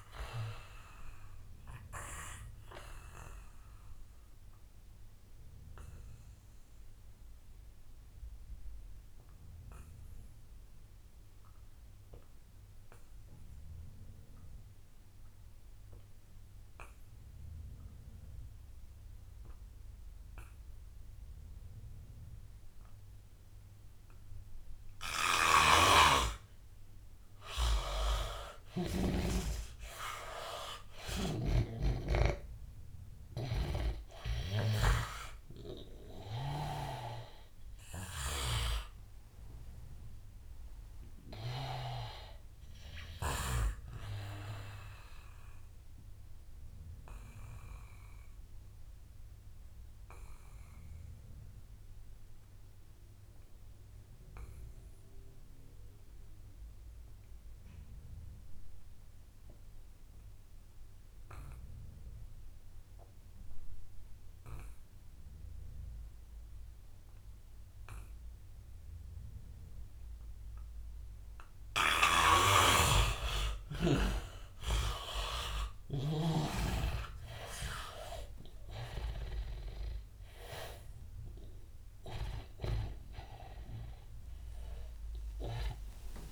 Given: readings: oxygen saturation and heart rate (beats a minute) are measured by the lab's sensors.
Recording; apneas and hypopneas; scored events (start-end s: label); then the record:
breathing in sleep by a room microphone; 2
0.00-16.50 s: oxygen desaturation (device-marked, oxygen 79% lowest, heart rate 78 extreme)
1.00-26.50 s: obstructive apnea (oxygen 99% before, 79% lowest, heart rate 86 before, 78 extreme, up 16 after)
25.00-29.00 s: snoring (device-marked)
28.00-32.00 s: arousal
29.50-53.50 s: oxygen desaturation (device-marked, oxygen 99% before, 82% lowest, heart rate 86 before, 82 extreme)
33.50-41.50 s: snoring (device-marked)
46.00-70.50 s: obstructive apnea (oxygen 99% before, 79% lowest, heart rate 91 before, 82 extreme, up 9 after)
61.50-86.32 s: oxygen desaturation (device-marked, oxygen 99% before, 79% lowest, heart rate 90 before, 81 extreme)
72.00-76.00 s: snoring (device-marked)
72.50-76.00 s: arousal
From the record:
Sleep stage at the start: N2 (light sleep); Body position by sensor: on the back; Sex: male